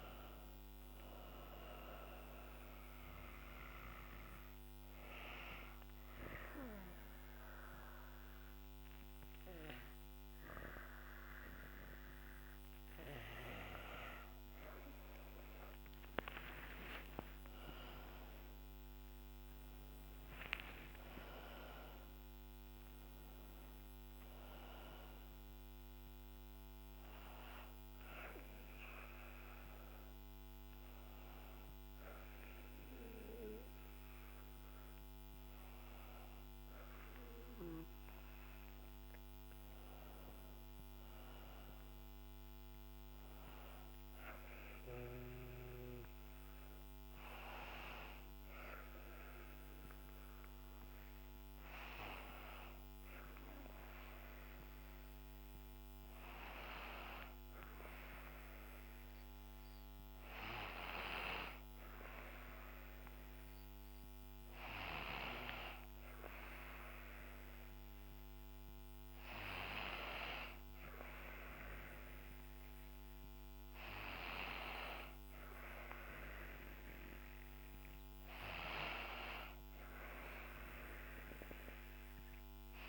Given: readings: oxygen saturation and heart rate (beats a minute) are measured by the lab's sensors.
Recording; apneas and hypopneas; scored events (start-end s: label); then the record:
breathing in sleep by a microphone on the trachea; 1
2.00-13.50 s: hypopnea (oxygen 98% before, 94% lowest, heart rate 101 before, 64 extreme, up 16 after)
15.50-19.00 s: arousal
19.50-31.50 s: oxygen desaturation (device-marked, oxygen 97% before, 94% lowest, heart rate 75 before, 63 extreme)
20.00-22.00 s: long interval between heartbeats (device-marked, heart rate 75 before, 80 extreme)
25.50-82.89 s: new sleep stage, N2 (light sleep)
From the record:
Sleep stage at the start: N1 (lightest sleep); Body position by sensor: on the back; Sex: female